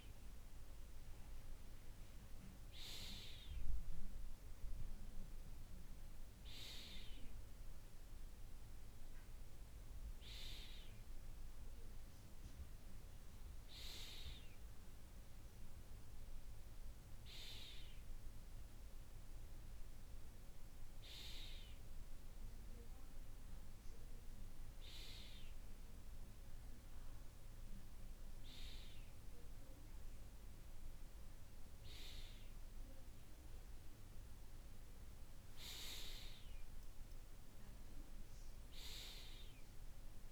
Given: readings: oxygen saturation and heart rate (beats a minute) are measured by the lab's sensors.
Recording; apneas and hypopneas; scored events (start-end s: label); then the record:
breathing in sleep by a room microphone; none
none scored
From the record:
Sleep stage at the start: N2 (light sleep); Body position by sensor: on the right side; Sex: male